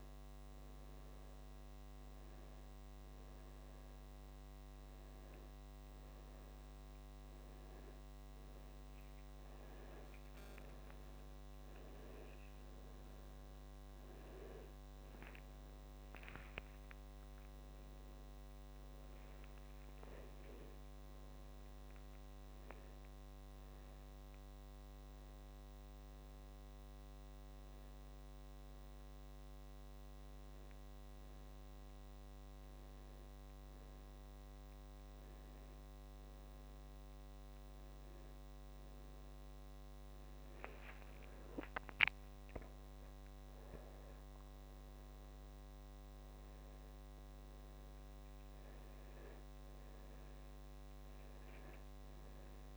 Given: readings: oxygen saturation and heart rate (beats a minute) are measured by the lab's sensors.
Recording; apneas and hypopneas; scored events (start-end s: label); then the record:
a person awake in a sleep study, hard to hear, by a microphone on the trachea; none
none scored
From the record:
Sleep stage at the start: awake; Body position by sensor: on the back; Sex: male